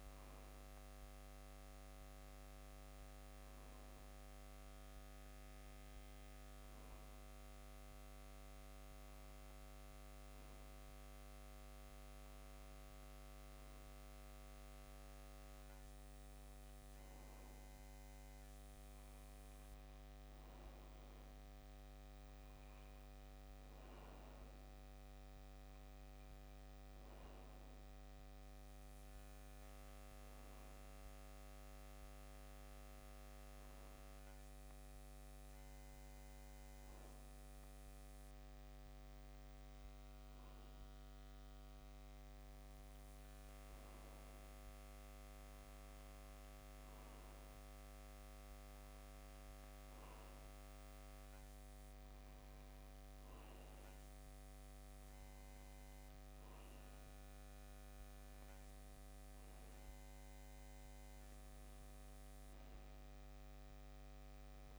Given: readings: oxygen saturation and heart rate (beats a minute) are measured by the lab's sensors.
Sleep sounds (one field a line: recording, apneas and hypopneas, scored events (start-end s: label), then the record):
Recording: breathing in sleep, hard to hear, by a microphone on the trachea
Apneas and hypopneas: none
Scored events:
none scored
From the record:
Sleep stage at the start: N2 (light sleep)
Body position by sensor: on the left side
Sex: male